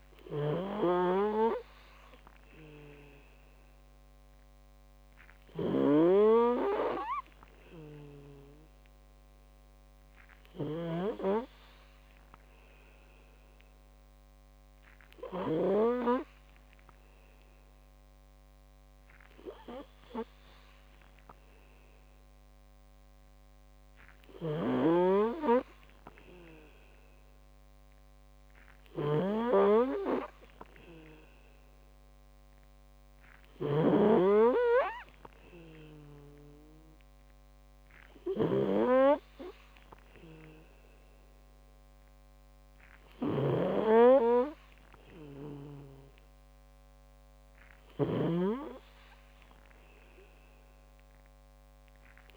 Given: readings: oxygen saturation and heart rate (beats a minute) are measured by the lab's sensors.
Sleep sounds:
breathing in sleep by a microphone on the trachea; none
0.50-16.00 s: snoring (device-marked)
24.50-52.37 s: snoring (device-marked)
From the record:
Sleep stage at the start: N2 (light sleep); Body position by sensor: on the back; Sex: male

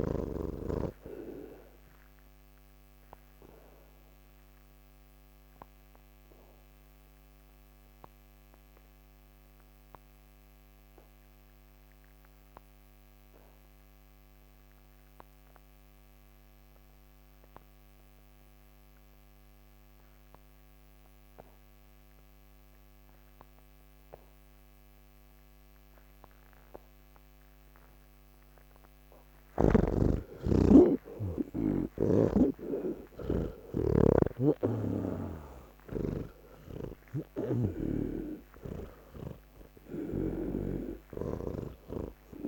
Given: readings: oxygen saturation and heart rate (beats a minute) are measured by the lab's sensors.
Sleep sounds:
breathing in sleep by a microphone on the trachea; 1
0.00-16.50 s: oxygen desaturation (device-marked, oxygen 82% lowest, heart rate 135 extreme)
2.00-30.50 s: obstructive apnea (oxygen 98% before, 82% lowest, heart rate 179 before, 148 extreme, up 44 after)
28.50-42.48 s: oxygen desaturation (device-marked, oxygen 97% before, 82% lowest, heart rate 186 before, 168 extreme)
32.00-40.50 s: snoring (device-marked)
From the record:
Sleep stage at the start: N3 (deep sleep); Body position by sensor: on the back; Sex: male

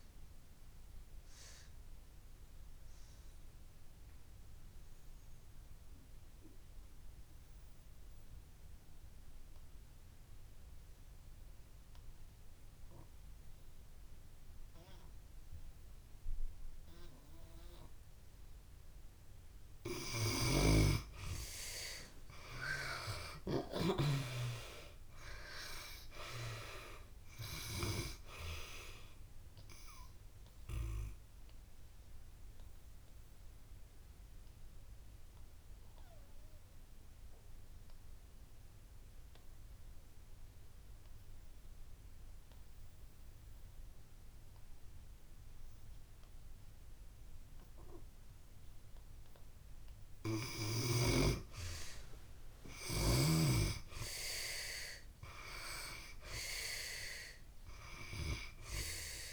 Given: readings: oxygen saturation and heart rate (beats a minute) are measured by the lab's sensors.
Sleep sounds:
breathing in sleep by a room microphone; 2
0.00-20.00 s: oxygen desaturation (device-marked, oxygen 77% lowest)
0.50-20.00 s: obstructive apnea (oxygen 96% before, 75% lowest)
21.50-25.00 s: arousal
22.00-52.00 s: oxygen desaturation (device-marked, oxygen 95% before, 75% lowest)
29.00-49.50 s: obstructive apnea (oxygen 95% before, 75% lowest)
52.00-55.50 s: arousal
54.00-59.33 s: oxygen desaturation (device-marked, oxygen 97% before, 76% lowest)
From the record:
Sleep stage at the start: N2 (light sleep); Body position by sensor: on the back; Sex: female

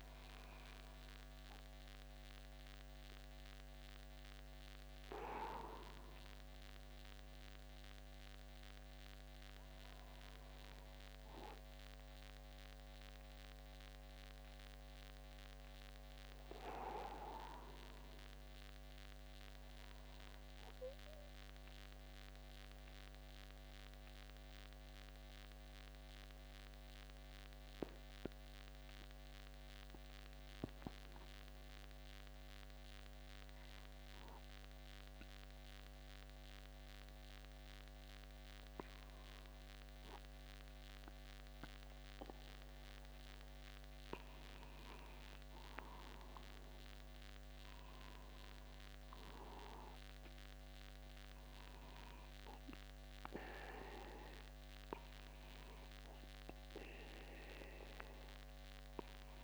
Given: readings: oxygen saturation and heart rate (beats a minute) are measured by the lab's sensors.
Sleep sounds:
breathing in sleep by a microphone on the trachea; 1
2.50-8.00 s: arousal
20.50-59.44 s: new sleep stage, N2 (light sleep)
21.50-38.00 s: mixed apnea (oxygen 98% before, 95% lowest, heart rate 53 before, 50 extreme, up 1 after)
41.50-45.50 s: arousal
From the record:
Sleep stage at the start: N1 (lightest sleep); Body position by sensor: upright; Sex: male

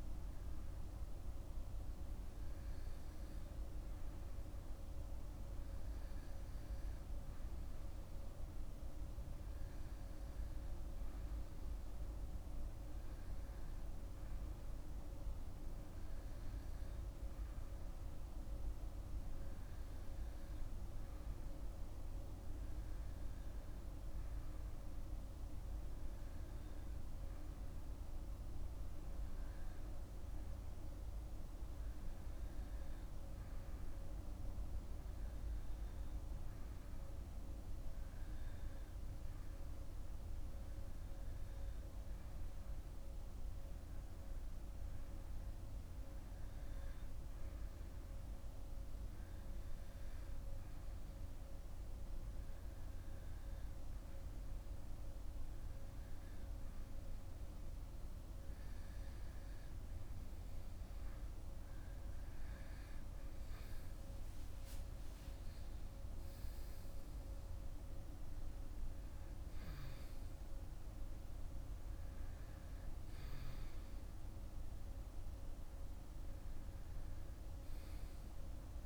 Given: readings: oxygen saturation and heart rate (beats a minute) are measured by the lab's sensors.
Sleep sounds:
breathing in sleep, hard to hear, by a room microphone; none
19.50-78.86 s: new sleep stage, REM sleep
From the record:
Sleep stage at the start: N2 (light sleep); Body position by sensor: on the back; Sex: male

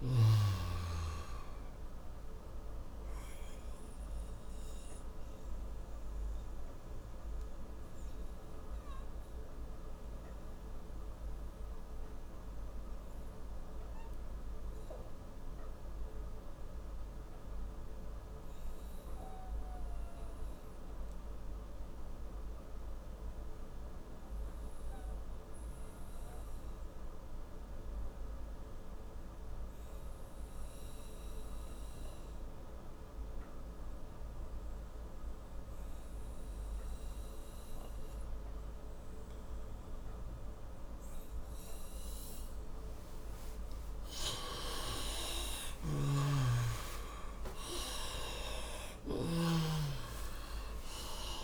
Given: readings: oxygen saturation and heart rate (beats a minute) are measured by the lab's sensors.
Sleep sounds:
breathing in sleep by a room microphone; 1
0.00-24.50 s: oxygen desaturation (device-marked, oxygen 89% lowest, heart rate 57 extreme)
3.50-41.50 s: obstructive apnea (oxygen 98% before, 88% lowest, heart rate 79 before, 49 extreme, up 60 after)
43.50-51.44 s: oxygen desaturation (device-marked, oxygen 97% before, 88% lowest, heart rate 63 before, 49 extreme)
45.00-51.44 s: snoring (device-marked)
45.50-50.00 s: arousal
From the record:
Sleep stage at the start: N2 (light sleep); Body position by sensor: on the right side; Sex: male

